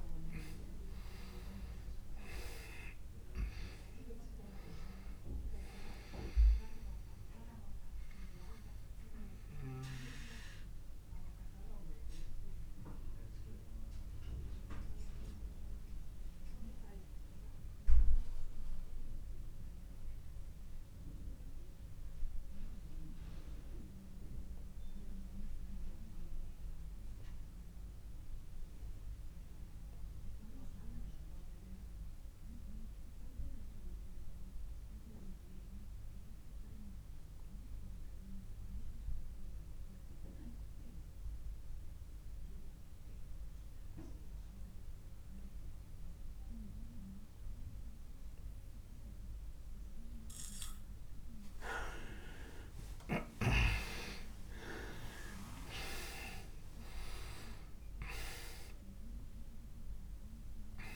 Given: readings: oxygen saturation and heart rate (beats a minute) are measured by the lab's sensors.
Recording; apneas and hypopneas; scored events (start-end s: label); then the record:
breathing in sleep by a room microphone; 1
0.00-26.00 s: oxygen desaturation (device-marked, oxygen 89% lowest)
8.00-51.00 s: obstructive apnea (oxygen 99% before, 84% lowest)
43.00-60.96 s: oxygen desaturation (device-marked, oxygen 99% before, 84% lowest)
53.50-57.50 s: arousal
From the record:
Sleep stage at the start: N2 (light sleep); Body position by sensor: on the back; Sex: male